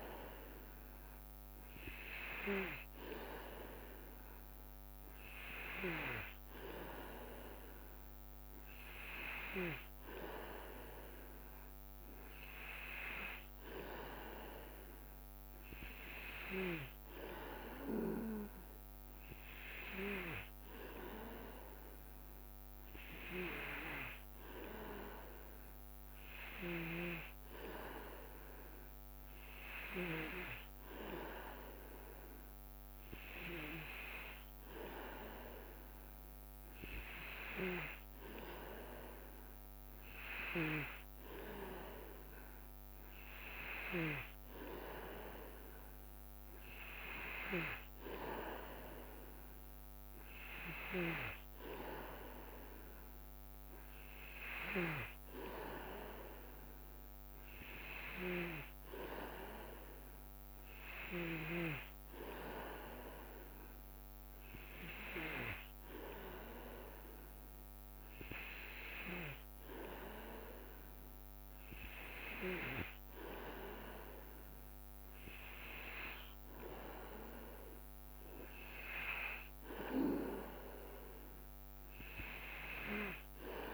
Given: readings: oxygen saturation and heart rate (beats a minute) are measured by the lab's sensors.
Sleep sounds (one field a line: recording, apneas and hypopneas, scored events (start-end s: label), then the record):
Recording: breathing in sleep by a microphone on the trachea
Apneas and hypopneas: none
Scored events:
34.50-36.50 s: leg movement (device-marked)
From the record:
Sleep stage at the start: N2 (light sleep)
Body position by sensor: on the back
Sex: male